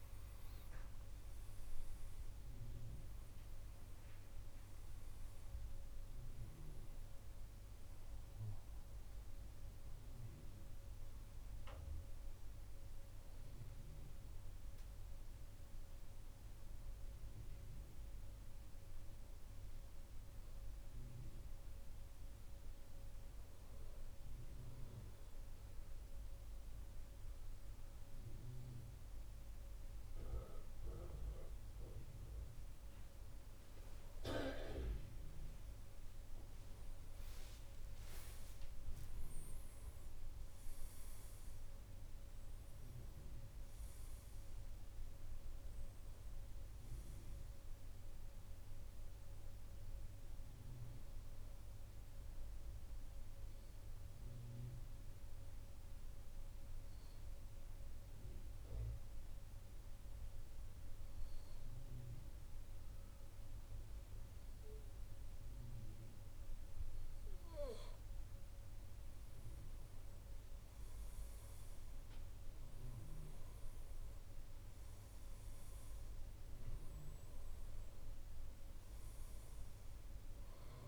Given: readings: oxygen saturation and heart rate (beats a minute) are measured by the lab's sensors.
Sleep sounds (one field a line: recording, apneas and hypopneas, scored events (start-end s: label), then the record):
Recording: breathing in sleep, hard to hear, by a room microphone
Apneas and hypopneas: 2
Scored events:
0.00-8.00 s: oxygen desaturation (device-marked, oxygen 90% lowest, heart rate 65 extreme)
11.50-22.00 s: hypopnea (oxygen 96% before, 93% lowest, heart rate 72 before, 65 extreme, up 3 after)
37.00-40.50 s: arousal
53.50-67.00 s: obstructive apnea (oxygen 97% before, 93% lowest, heart rate 70 before, 66 extreme, up 2 after)
70.00-73.50 s: arousal
72.00-80.88 s: oxygen desaturation (device-marked, oxygen 97% before, 93% lowest, heart rate 67 before, 65 extreme)
From the record:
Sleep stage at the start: N2 (light sleep)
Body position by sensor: on the back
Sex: male